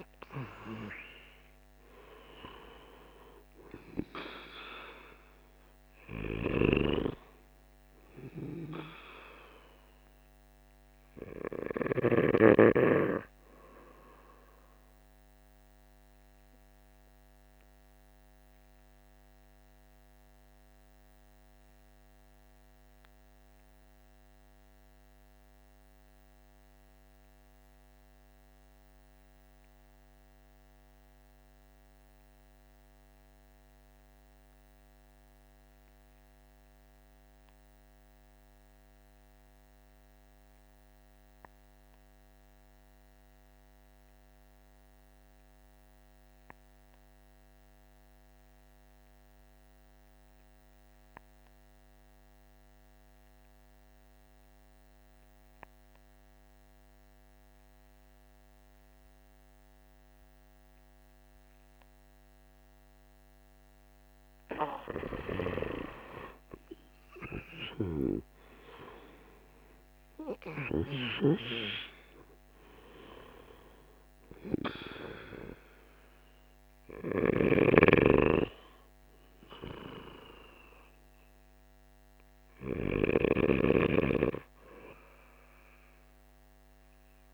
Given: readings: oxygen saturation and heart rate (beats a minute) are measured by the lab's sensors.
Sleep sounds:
breathing in sleep by a microphone on the trachea; 1
0.00-2.50 s: arousal
0.00-27.00 s: oxygen desaturation (device-marked, oxygen 71% lowest, heart rate 48 extreme)
6.00-12.50 s: snoring (device-marked)
15.50-63.00 s: mixed apnea (oxygen 92% before, 68% lowest, heart rate 62 before, 48 extreme, up 16 after)
44.00-87.34 s: oxygen desaturation (device-marked, oxygen 98% before, 68% lowest, heart rate 50 before, 48 extreme)
64.50-68.50 s: arousal
67.00-70.50 s: snoring (device-marked)
76.50-83.00 s: snoring (device-marked)
From the record:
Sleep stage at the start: REM sleep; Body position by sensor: on the back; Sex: male

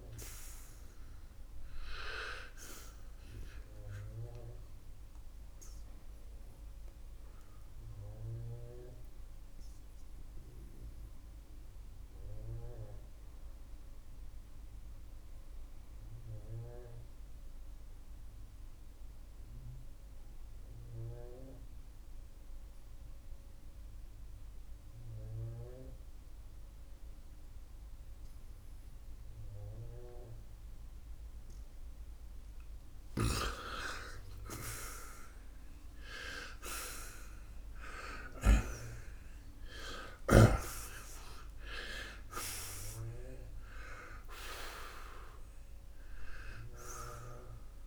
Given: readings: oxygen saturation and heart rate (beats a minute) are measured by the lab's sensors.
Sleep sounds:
breathing in sleep by a room microphone; 1
12.00-31.50 s: obstructive apnea (oxygen 95% before, 85% lowest, heart rate 85 before, 64 extreme, up 28 after)
15.50-35.50 s: oxygen desaturation (device-marked, oxygen 96% before, 90% lowest, heart rate 81 before, 72 extreme)
34.00-38.50 s: arousal
37.50-47.87 s: oxygen desaturation (device-marked, oxygen 94% before, 91% lowest, heart rate 80 before, 69 extreme)
From the record:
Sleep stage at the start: N2 (light sleep); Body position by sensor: on the right side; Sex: male

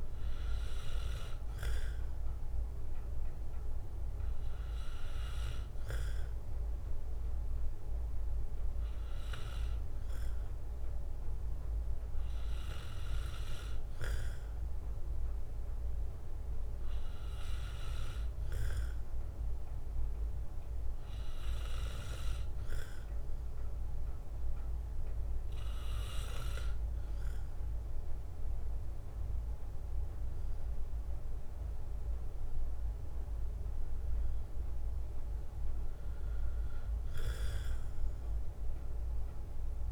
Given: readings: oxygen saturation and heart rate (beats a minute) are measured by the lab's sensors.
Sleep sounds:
breathing in sleep by a room microphone; none
31.50-35.00 s: arousal
From the record:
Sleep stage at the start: N2 (light sleep); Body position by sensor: on the right side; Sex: male

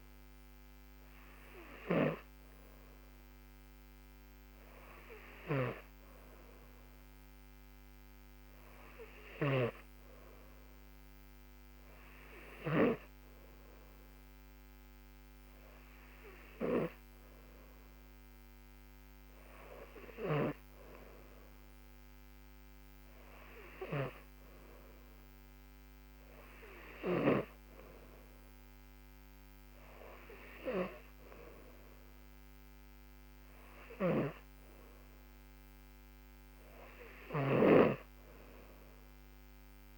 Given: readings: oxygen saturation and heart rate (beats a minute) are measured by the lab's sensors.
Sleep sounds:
breathing in sleep by a microphone on the trachea; none
37.50-39.98 s: snoring (device-marked)
From the record:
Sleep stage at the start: N2 (light sleep); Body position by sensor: on the back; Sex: female

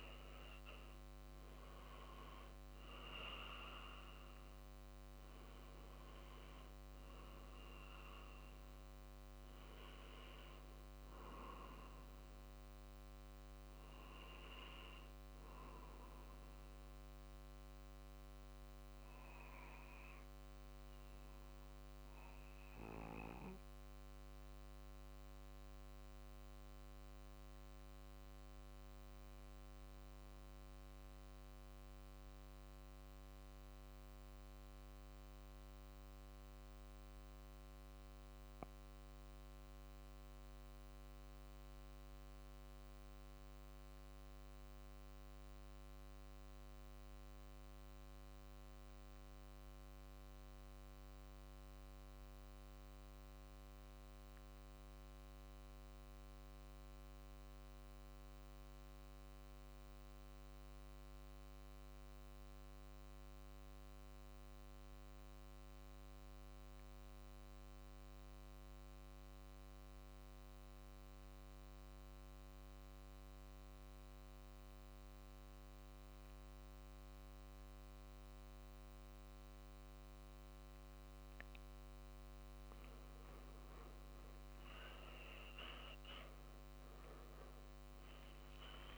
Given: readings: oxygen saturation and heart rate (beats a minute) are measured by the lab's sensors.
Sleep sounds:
breathing in sleep, hard to hear, by a microphone on the trachea; 1
0.00-8.50 s: drop in pulse transit time (device-marked, heart rate 49 extreme)
19.50-79.50 s: obstructive apnea (oxygen 96% before, 86% lowest, heart rate 50 before, 47 extreme, up 5 after)
24.50-50.50 s: oxygen desaturation (device-marked, oxygen 96% before, 91% lowest, heart rate 48 before, 47 extreme)
76.50-88.98 s: oxygen desaturation (device-marked, oxygen 97% before, 92% lowest, heart rate 47 before, 48 extreme)
84.50-88.98 s: arousal
86.50-88.98 s: drop in pulse transit time (device-marked, heart rate 48 before, 50 extreme)
From the record:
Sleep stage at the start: N2 (light sleep); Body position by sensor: on the back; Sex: male

